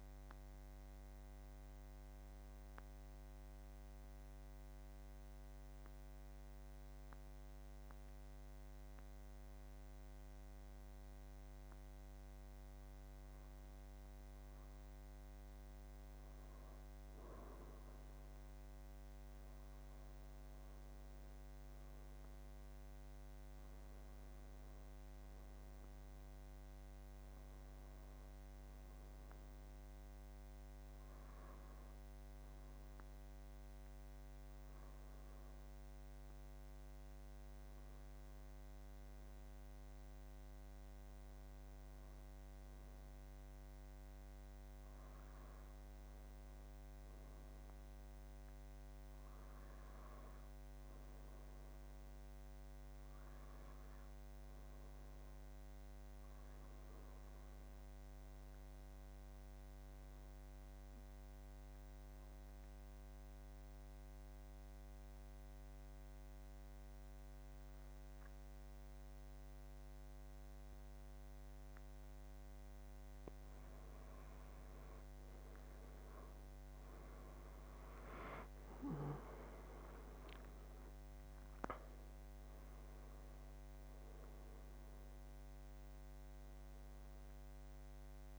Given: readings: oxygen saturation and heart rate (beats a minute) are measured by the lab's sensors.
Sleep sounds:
breathing in sleep, hard to hear, by a microphone on the trachea; 3
2.50-15.00 s: obstructive apnea (oxygen 95% before, 91% lowest, heart rate 81 before, 71 extreme, up 4 after)
11.50-71.50 s: new sleep stage, N2 (light sleep)
20.00-25.00 s: arousal
23.50-43.50 s: oxygen desaturation (device-marked, oxygen 95% before, 91% lowest, heart rate 80 before, 71 extreme)
28.50-39.50 s: obstructive apnea (oxygen 96% before, 83% lowest, heart rate 80 before, 71 extreme, up 9 after)
43.50-47.50 s: arousal
59.50-71.50 s: obstructive apnea (oxygen 95% before, 83% lowest, heart rate 78 before, 79 extreme, up 11 after)
69.50-88.39 s: oxygen desaturation (device-marked, oxygen 93% before, 83% lowest, heart rate 78 before, 83 extreme)
71.50-88.39 s: new sleep stage, awake
From the record:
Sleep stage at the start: N1 (lightest sleep); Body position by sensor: on the back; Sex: male

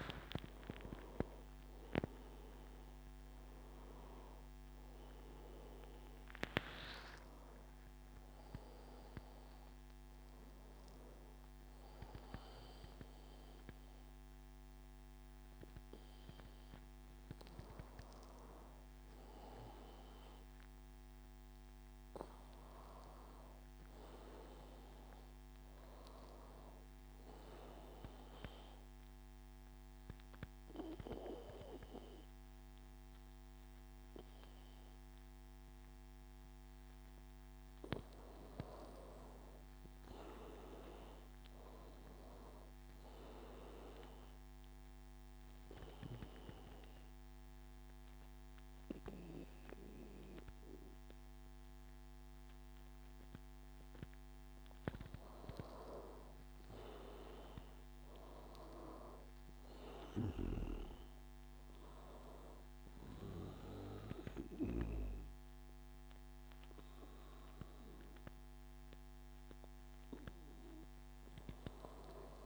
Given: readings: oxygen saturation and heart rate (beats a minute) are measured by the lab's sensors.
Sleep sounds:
breathing in sleep by a microphone on the trachea; 2
15.50-72.45 s: new sleep stage, N2 (light sleep)
28.50-39.50 s: obstructive apnea (oxygen 96% before, 92% lowest, heart rate 91 before, 83 extreme, up 4 after)
41.50-44.00 s: arousal
45.50-56.00 s: obstructive apnea (oxygen 96% before, 92% lowest, heart rate 91 before, 83 extreme, up 9 after)
58.00-62.00 s: arousal
From the record:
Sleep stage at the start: N1 (lightest sleep); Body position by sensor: on the back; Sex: male

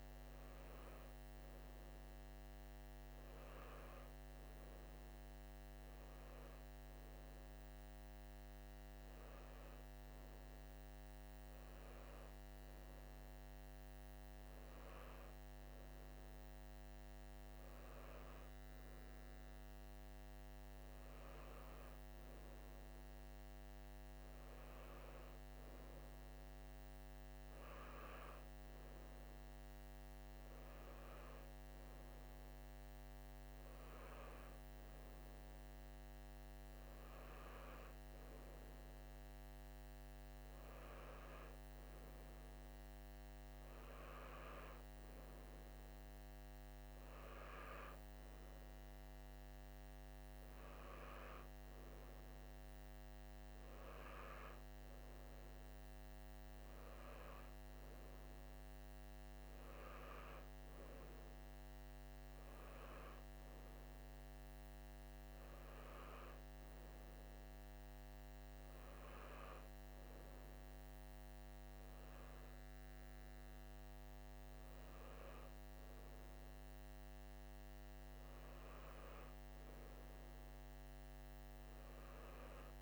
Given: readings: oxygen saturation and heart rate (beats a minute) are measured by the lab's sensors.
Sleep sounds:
breathing in sleep, hard to hear, by a microphone on the trachea; none
none scored
From the record:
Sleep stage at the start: N3 (deep sleep); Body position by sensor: on the right side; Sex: male

